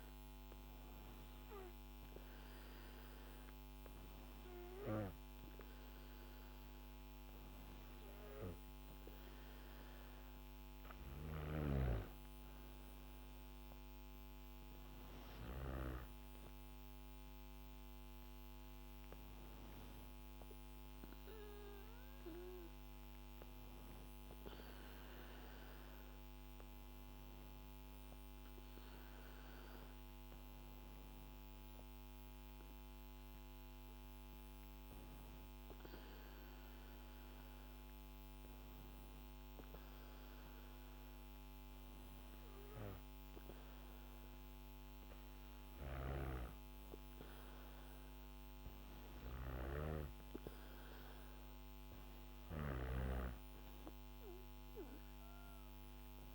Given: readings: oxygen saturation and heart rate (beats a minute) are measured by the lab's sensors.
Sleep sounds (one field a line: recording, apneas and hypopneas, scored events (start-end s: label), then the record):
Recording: breathing in sleep by a microphone on the trachea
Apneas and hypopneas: 1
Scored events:
33.50-44.00 s: hypopnea (oxygen 97% before, 95% lowest, heart rate 67 before, 67 extreme, up 3 after)
47.00-51.00 s: arousal
From the record:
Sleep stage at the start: N2 (light sleep)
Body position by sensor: on the back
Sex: female